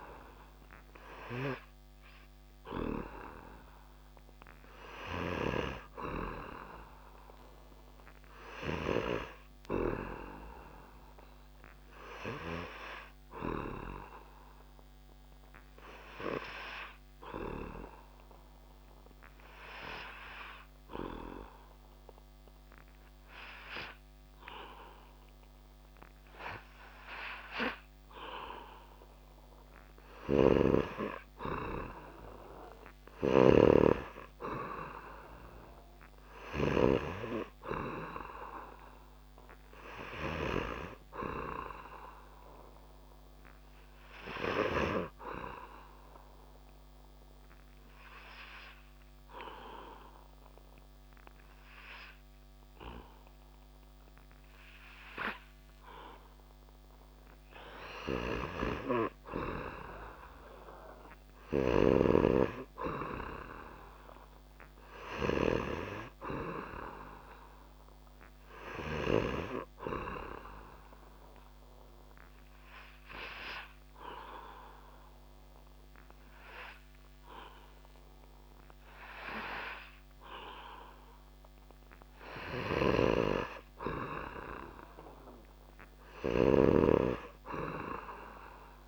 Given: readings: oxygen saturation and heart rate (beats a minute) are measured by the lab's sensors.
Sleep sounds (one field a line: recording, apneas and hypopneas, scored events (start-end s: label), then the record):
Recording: breathing in sleep by a microphone on the trachea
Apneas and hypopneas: 3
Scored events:
8.50-25.50 s: oxygen desaturation (device-marked, oxygen 98% before, 94% lowest)
14.00-27.50 s: obstructive apnea (oxygen 98% before, 94% lowest)
29.50-33.00 s: snoring (device-marked)
30.00-34.50 s: arousal
44.50-58.00 s: obstructive apnea (oxygen 99% before, 96% lowest)
60.00-64.00 s: arousal
70.50-84.00 s: obstructive apnea (oxygen 99% before, 95% lowest)
86.50-88.88 s: arousal
From the record:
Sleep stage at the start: N2 (light sleep)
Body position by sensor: on the back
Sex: male